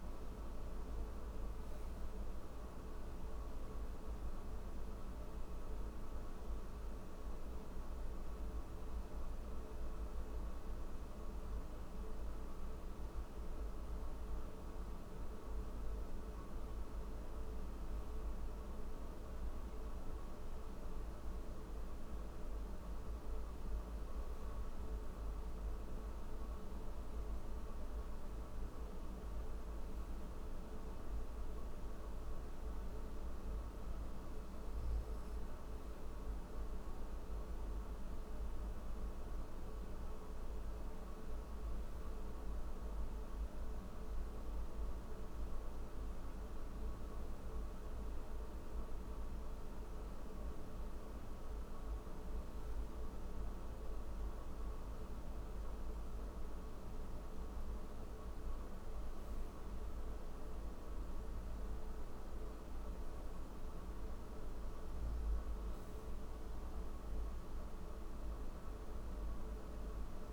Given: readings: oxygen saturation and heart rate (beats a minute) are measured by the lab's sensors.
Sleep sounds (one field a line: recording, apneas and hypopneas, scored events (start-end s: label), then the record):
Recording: breathing in sleep, hard to hear, by a room microphone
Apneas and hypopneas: none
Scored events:
none scored
From the record:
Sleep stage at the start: N3 (deep sleep)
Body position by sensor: on the right side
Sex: male